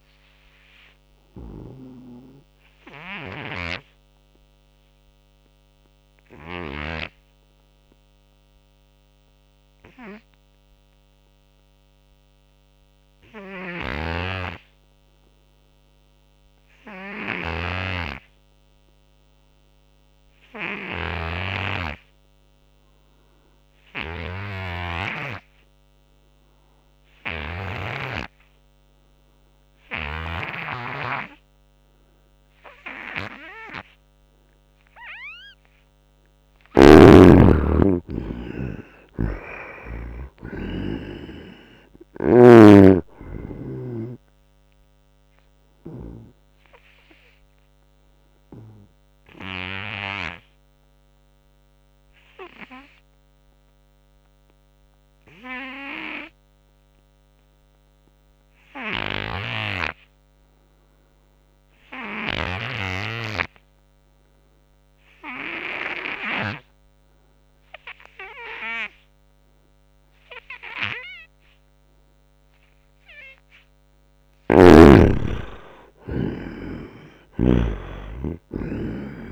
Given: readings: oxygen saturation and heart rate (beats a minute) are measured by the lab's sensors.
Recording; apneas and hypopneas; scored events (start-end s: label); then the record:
breathing in sleep by a microphone on the trachea; 2
0.00-8.00 s: oxygen desaturation (device-marked, oxygen 74% lowest, heart rate 73 extreme)
1.00-35.00 s: obstructive apnea (oxygen 95% before, 72% lowest, heart rate 85 before, 73 extreme, up 13 after)
21.00-59.00 s: oxygen desaturation (device-marked, oxygen 99% before, 72% lowest, heart rate 86 before, 73 extreme)
36.50-40.00 s: arousal
36.50-40.00 s: snoring (device-marked)
42.00-46.00 s: snoring (device-marked)
44.00-71.50 s: obstructive apnea (oxygen 98% before, 72% lowest, heart rate 79 before, 75 extreme, up 1 after)
72.00-79.32 s: oxygen desaturation (device-marked, oxygen 97% before, 73% lowest, heart rate 86 before, 77 extreme)
73.50-76.50 s: arousal
74.00-79.32 s: snoring (device-marked)
From the record:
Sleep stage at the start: N2 (light sleep); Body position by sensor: on the right side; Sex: male